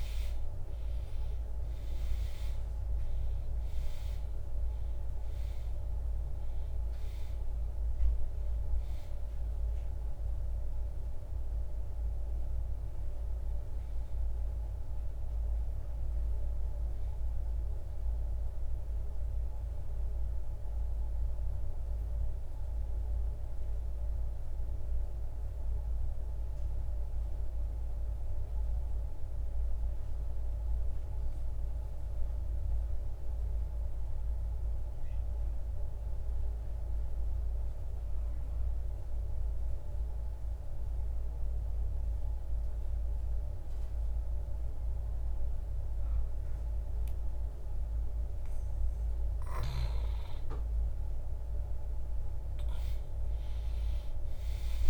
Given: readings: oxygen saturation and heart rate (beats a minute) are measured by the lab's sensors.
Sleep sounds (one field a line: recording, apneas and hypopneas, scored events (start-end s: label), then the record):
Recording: breathing in sleep, hard to hear, by a room microphone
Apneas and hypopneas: 1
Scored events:
0.00-35.00 s: oxygen desaturation (device-marked, oxygen 80% lowest, heart rate 55 extreme)
10.00-54.90 s: new sleep stage, N2 (light sleep)
21.50-48.00 s: obstructive apnea (oxygen 95% before, 80% lowest, heart rate 77 before, 55 extreme, up 5 after)
51.00-54.90 s: arousal
From the record:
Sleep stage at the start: N1 (lightest sleep)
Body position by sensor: on the back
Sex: male